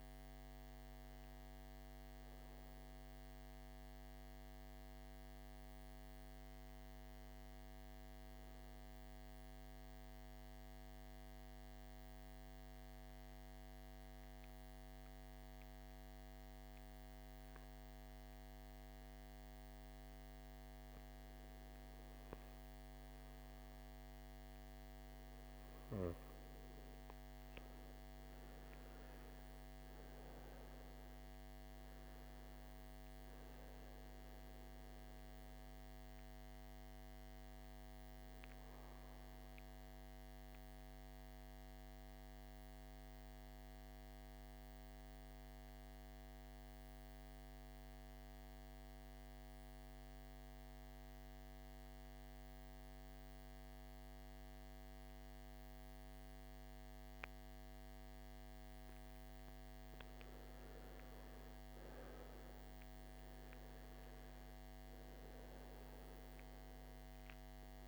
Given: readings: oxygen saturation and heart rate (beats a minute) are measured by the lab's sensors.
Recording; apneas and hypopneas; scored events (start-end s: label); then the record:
breathing in sleep, hard to hear, by a microphone on the trachea; 2
5.50-67.88 s: new sleep stage, N2 (light sleep)
9.50-21.00 s: central apnea (oxygen 99% before, 89% lowest, heart rate 63 before, 52 extreme, up 7 after)
23.50-28.00 s: arousal
24.50-51.50 s: oxygen desaturation (device-marked, oxygen 97% before, 91% lowest, heart rate 55 before, 52 extreme)
42.50-59.50 s: mixed apnea (oxygen 97% before, 89% lowest, heart rate 58 before, 52 extreme, up 13 after)
62.00-66.00 s: arousal
63.50-67.88 s: oxygen desaturation (device-marked, oxygen 97% before, 89% lowest, heart rate 57 before, 52 extreme)
From the record:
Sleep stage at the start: N1 (lightest sleep); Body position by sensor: on the back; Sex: male